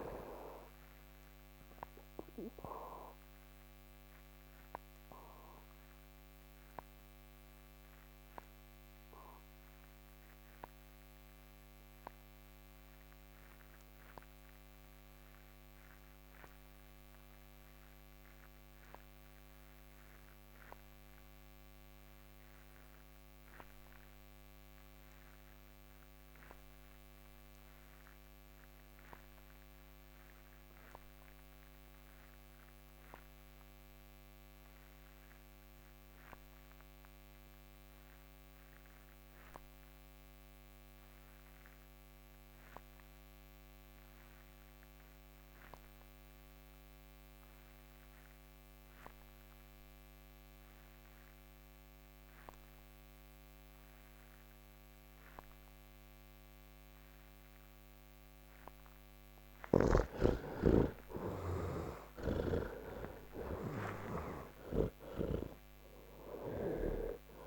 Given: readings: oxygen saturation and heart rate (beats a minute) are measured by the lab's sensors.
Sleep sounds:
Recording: breathing in sleep by a microphone on the trachea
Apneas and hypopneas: 1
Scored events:
0.00-17.50 s: oxygen desaturation (device-marked, oxygen 65% lowest, heart rate 77 extreme)
2.50-57.50 s: obstructive apnea (oxygen 83% before, 58% lowest, heart rate 104 before, 88 extreme)
19.50-67.47 s: oxygen desaturation (device-marked, oxygen 97% before, 63% lowest, heart rate 127 before, 88 extreme)
62.00-67.00 s: snoring (device-marked)
From the record:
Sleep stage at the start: N2 (light sleep)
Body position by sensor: on the back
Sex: male

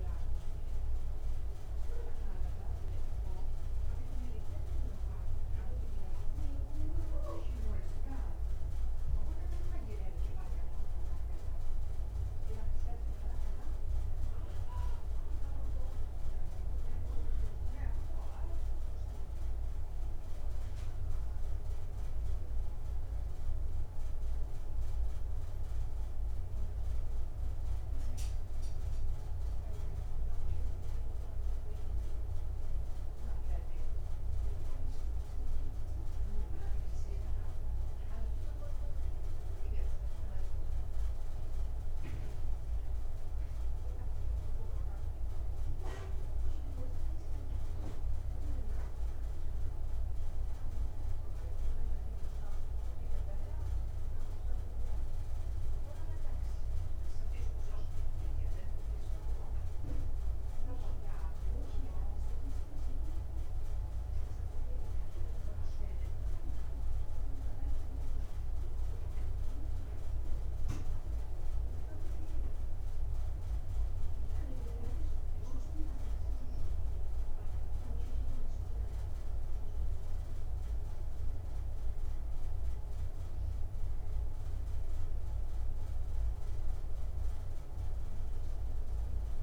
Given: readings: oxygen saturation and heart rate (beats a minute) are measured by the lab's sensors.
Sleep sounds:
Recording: a person awake in a sleep study, hard to hear, by a room microphone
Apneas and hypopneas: none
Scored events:
none scored
From the record:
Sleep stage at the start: awake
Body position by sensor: on the back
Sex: male

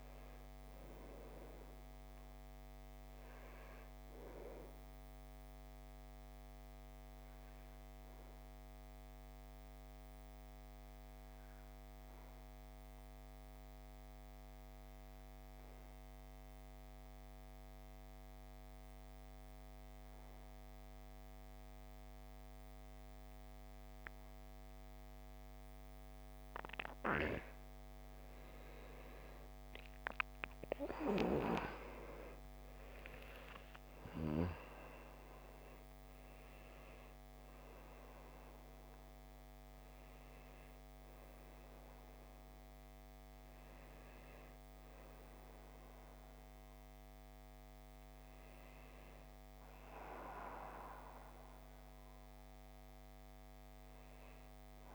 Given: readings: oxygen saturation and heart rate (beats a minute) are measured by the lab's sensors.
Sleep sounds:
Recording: breathing in sleep by a microphone on the trachea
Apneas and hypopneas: 1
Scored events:
0.00-16.50 s: oxygen desaturation (device-marked, oxygen 88% lowest, heart rate 50 extreme)
5.00-26.00 s: obstructive apnea (oxygen 97% before, 86% lowest, heart rate 58 before, 50 extreme, up 15 after)
28.50-34.00 s: arousal
32.50-54.95 s: oxygen desaturation (device-marked, oxygen 97% before, 86% lowest, heart rate 54 before, 50 extreme)
From the record:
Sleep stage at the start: N2 (light sleep)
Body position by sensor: on the back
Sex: male

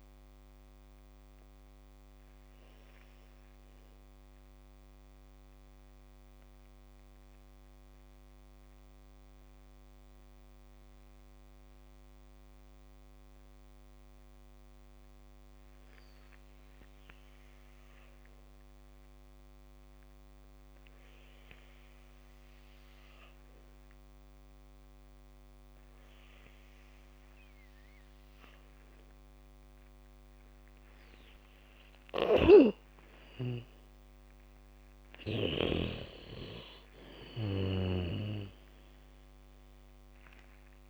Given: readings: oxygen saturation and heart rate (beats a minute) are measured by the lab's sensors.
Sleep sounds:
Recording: breathing in sleep by a microphone on the trachea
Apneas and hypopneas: 1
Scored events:
0.00-14.50 s: oxygen desaturation (device-marked, oxygen 73% lowest, heart rate 47 extreme)
0.50-32.50 s: mixed apnea (oxygen 98% before, 73% lowest, heart rate 61 before, 56 extreme, up 2 after)
25.50-40.89 s: oxygen desaturation (device-marked, oxygen 99% before, 83% lowest, heart rate 77 before, 48 extreme)
32.50-36.50 s: snoring (device-marked)
34.50-36.50 s: bradycardia (device-marked, heart rate 71 before, 58 extreme)
34.50-39.00 s: arousal
From the record:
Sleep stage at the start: N2 (light sleep)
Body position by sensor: on the back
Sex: female

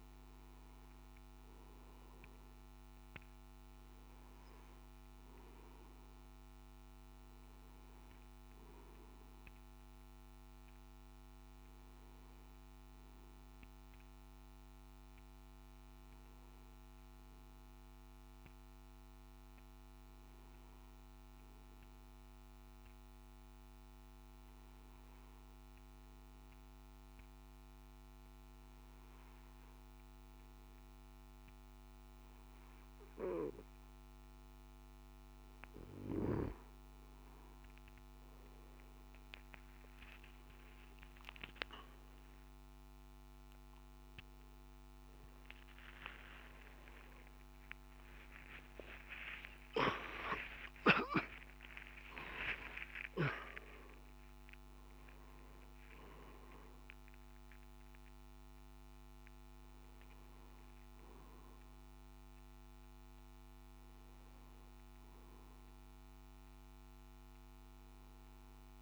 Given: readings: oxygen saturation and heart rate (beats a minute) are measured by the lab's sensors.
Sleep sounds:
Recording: breathing in sleep by a microphone on the trachea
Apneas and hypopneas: 1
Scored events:
15.50-35.50 s: hypopnea (oxygen 97% before, 94% lowest, heart rate 57 before, 54 extreme, up 9 after)
50.00-53.00 s: tachycardia (device-marked, heart rate 57 before, 97 extreme)
50.50-52.50 s: long interval between heartbeats (device-marked, heart rate 61 before, 87 extreme)
53.00-55.00 s: long interval between heartbeats (device-marked, heart rate 66 before, 102 extreme)
From the record:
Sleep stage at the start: N1 (lightest sleep)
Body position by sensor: on the back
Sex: male

